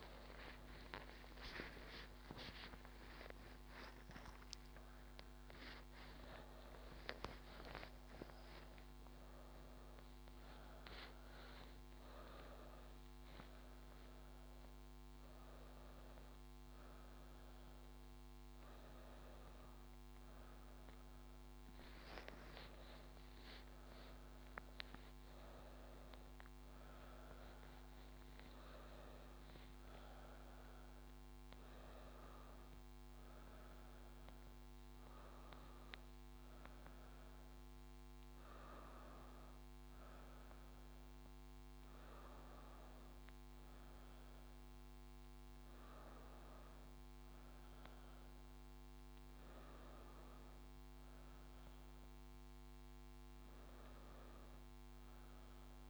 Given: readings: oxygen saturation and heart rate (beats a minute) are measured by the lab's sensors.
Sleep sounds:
a person awake in a sleep study, by a microphone on the trachea; none
2.50-4.50 s: long interval between heartbeats (device-marked, heart rate 116 before, 94 extreme)
5.50-10.50 s: oxygen desaturation (device-marked, oxygen 99% before, 96% lowest, heart rate 109 before, 80 extreme)
7.00-9.00 s: long interval between heartbeats (device-marked, heart rate 107 before, 108 extreme)
35.50-55.90 s: new sleep stage, N1 (lightest sleep)
From the record:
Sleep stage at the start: awake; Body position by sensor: on the back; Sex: female

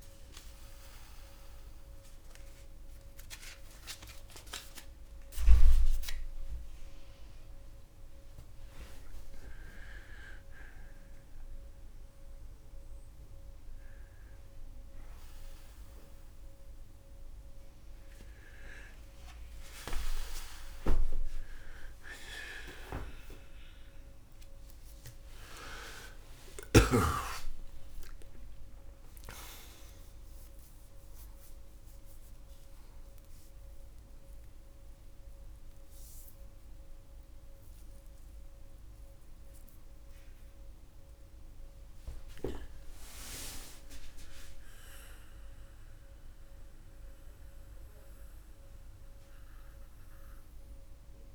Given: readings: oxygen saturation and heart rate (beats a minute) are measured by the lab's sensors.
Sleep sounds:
a person awake in a sleep study, by a room microphone; none
3.50-33.50 s: new sleep stage, awake
33.50-51.35 s: new sleep stage, N2 (light sleep)
From the record:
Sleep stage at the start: N2 (light sleep); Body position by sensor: on the back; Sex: male

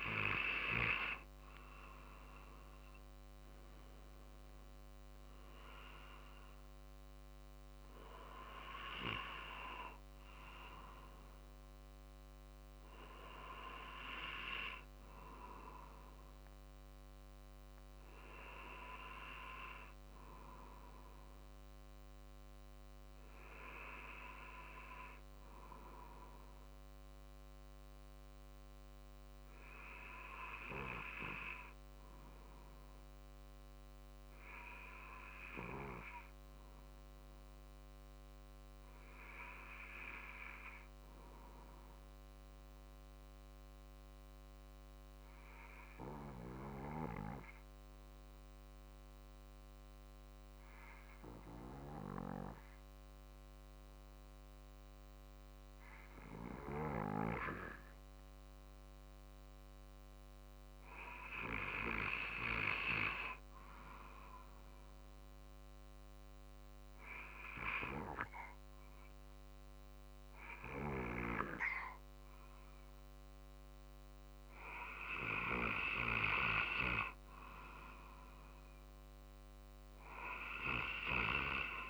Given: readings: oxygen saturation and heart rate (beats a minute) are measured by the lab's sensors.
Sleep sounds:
breathing in sleep by a microphone on the trachea; 1
30.00-62.50 s: obstructive apnea (oxygen 97% before, 93% lowest, heart rate 48 before, 46 extreme, up 1 after)
33.50-48.50 s: oxygen desaturation (device-marked, oxygen 97% before, 93% lowest, heart rate 47 before, 46 extreme)
59.50-72.50 s: drop in pulse transit time (device-marked, heart rate 48 before, 48 extreme)
65.50-70.00 s: arousal
From the record:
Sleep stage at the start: N2 (light sleep); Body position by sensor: on the back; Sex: male

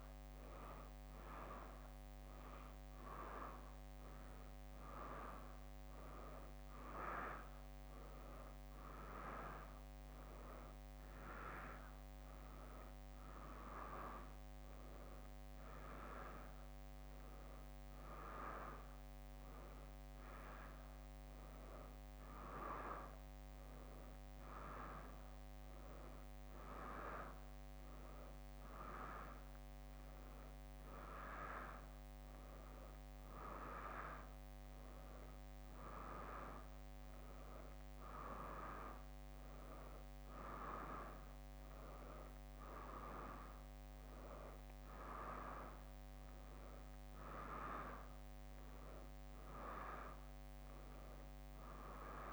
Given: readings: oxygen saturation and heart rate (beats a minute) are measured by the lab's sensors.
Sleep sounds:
a person awake in a sleep study, by a microphone on the trachea; none
0.00-3.50 s: leg movement (device-marked)
0.00-16.50 s: drop in pulse transit time (device-marked, heart rate 64 extreme)
4.50-9.00 s: leg movement (device-marked)
9.00-13.50 s: leg movement (device-marked)
14.00-18.00 s: leg movement (device-marked)
19.50-23.50 s: leg movement (device-marked)
24.50-28.50 s: leg movement (device-marked)
29.50-33.50 s: leg movement (device-marked)
34.50-39.00 s: leg movement (device-marked)
40.00-44.50 s: leg movement (device-marked)
45.50-50.00 s: leg movement (device-marked)
From the record:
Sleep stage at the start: awake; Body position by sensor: on the back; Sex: female

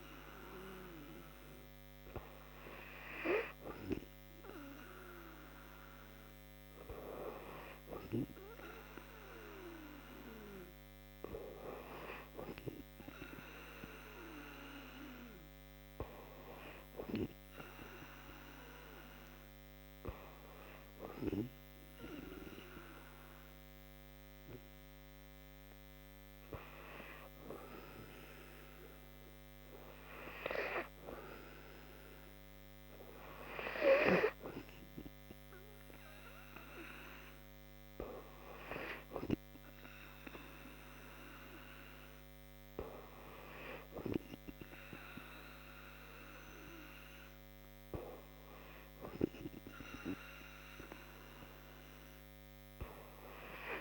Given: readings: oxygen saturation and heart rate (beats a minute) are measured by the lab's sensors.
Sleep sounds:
breathing in sleep by a microphone on the trachea; 1
18.50-32.50 s: hypopnea (oxygen 95% before, 91% lowest, heart rate 73 before, 70 extreme, up 2 after)
34.50-38.00 s: arousal
42.50-50.50 s: oxygen desaturation (device-marked, oxygen 95% before, 91% lowest, heart rate 72 before, 70 extreme)
From the record:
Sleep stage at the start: N2 (light sleep); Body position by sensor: on the back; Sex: female

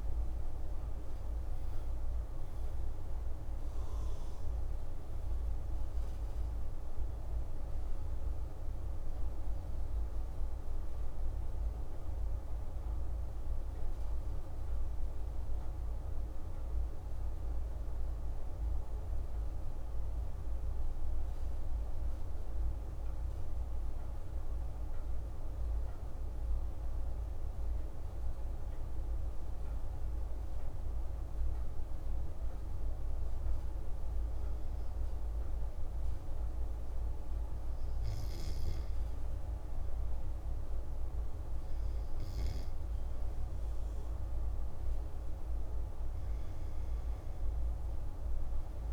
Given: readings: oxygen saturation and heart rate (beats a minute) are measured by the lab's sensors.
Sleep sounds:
breathing in sleep, hard to hear, by a room microphone; 1
2.00-12.00 s: oxygen desaturation (device-marked, oxygen 96% before, 93% lowest, heart rate 77 before, 56 extreme)
20.00-33.50 s: hypopnea (oxygen 96% before, 95% lowest, heart rate 110 before, 40 extreme, up 42 after)
39.00-42.50 s: arousal
From the record:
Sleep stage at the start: N2 (light sleep); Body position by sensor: on the back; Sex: male

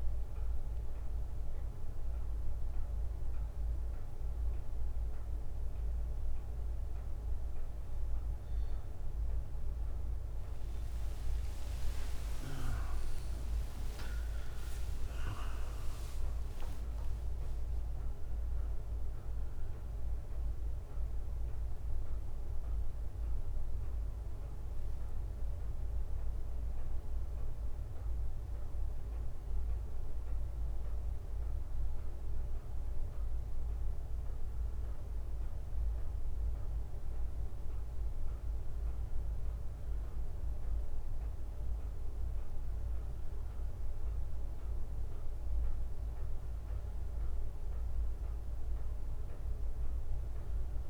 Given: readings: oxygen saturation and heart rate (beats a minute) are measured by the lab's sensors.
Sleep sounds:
a person partly awake in a sleep study, hard to hear, by a room microphone; 1
19.50-49.50 s: new sleep stage, N1 (lightest sleep)
23.00-33.50 s: hypopnea (oxygen 95% before, 92% lowest, heart rate 72 before, 64 extreme, up 3 after)
36.00-40.00 s: arousal
49.50-50.90 s: new sleep stage, N2 (light sleep)
From the record:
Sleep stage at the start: awake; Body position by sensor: on the right side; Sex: male

